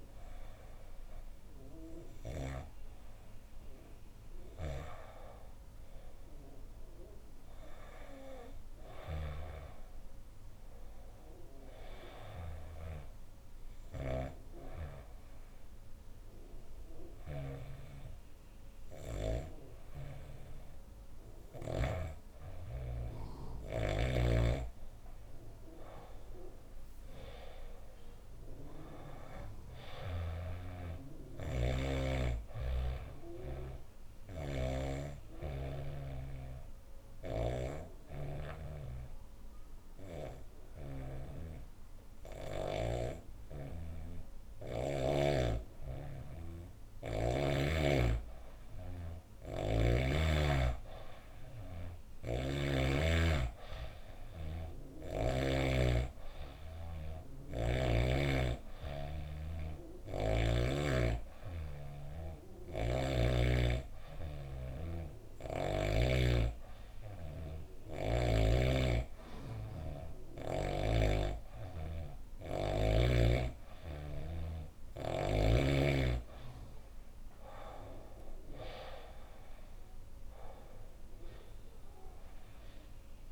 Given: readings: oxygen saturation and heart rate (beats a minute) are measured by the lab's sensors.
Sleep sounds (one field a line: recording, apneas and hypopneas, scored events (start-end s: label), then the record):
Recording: breathing in sleep by a room microphone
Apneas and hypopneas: 2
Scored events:
11.00-22.00 s: obstructive apnea (oxygen 97% before, 93% lowest, heart rate 78 before, 66 extreme, up 4 after)
13.00-21.50 s: snoring (device-marked)
21.50-83.32 s: new sleep stage, N2 (light sleep)
23.00-27.00 s: arousal
23.50-30.00 s: snoring (device-marked)
30.00-45.00 s: obstructive apnea (oxygen 97% before, 93% lowest, heart rate 70 before, 66 extreme, up 4 after)
34.50-42.50 s: snoring (device-marked)
47.00-50.50 s: arousal
48.50-63.50 s: oxygen desaturation (device-marked, oxygen 97% before, 93% lowest, heart rate 69 before, 68 extreme)
62.00-65.50 s: snoring (device-marked)
77.50-81.50 s: arousal
From the record:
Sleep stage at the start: N1 (lightest sleep)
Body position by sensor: on the back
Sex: female